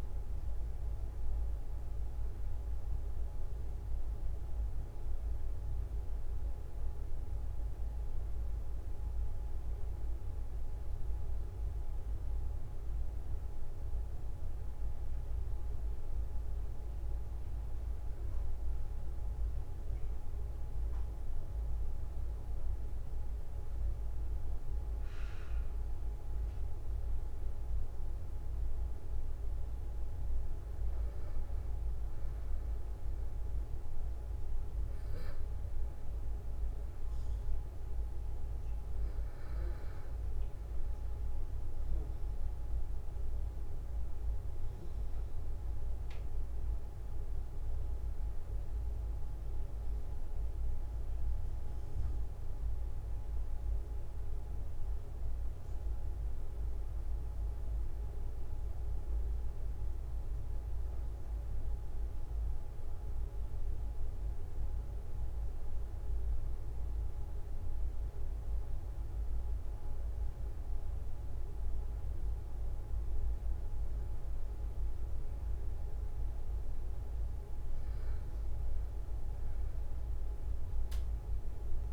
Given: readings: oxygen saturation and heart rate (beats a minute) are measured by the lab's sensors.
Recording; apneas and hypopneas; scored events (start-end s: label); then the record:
breathing in sleep, hard to hear, by a room microphone; none
none scored
From the record:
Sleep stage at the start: N1 (lightest sleep); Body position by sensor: on the back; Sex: male